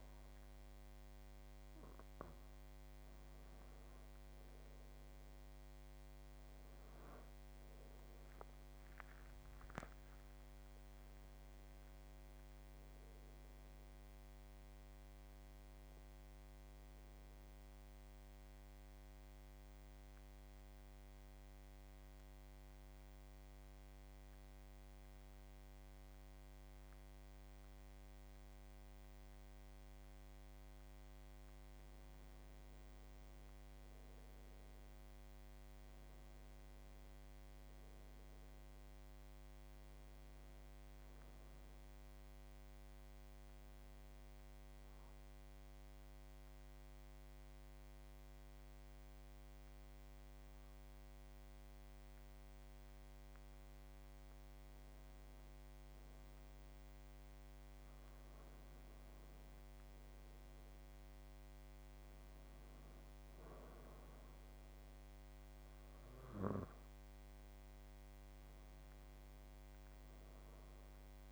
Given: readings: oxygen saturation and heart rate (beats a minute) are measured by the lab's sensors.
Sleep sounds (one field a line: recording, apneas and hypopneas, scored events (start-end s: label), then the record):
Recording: breathing in sleep, hard to hear, by a microphone on the trachea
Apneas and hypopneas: 2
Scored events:
7.50-12.00 s: arousal
20.00-31.00 s: central apnea (oxygen 94% before, 90% lowest, heart rate 85 before, 75 extreme, up 11 after)
33.50-36.50 s: arousal
38.50-55.50 s: oxygen desaturation (device-marked, oxygen 95% before, 90% lowest, heart rate 81 before, 67 extreme)
43.50-54.50 s: obstructive apnea (oxygen 95% before, 90% lowest, heart rate 81 before, 67 extreme, up 6 after)
57.00-60.50 s: arousal
63.50-71.31 s: oxygen desaturation (device-marked, oxygen 95% before, 90% lowest, heart rate 80 before, 64 extreme)
From the record:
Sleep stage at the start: N2 (light sleep)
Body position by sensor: on the back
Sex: male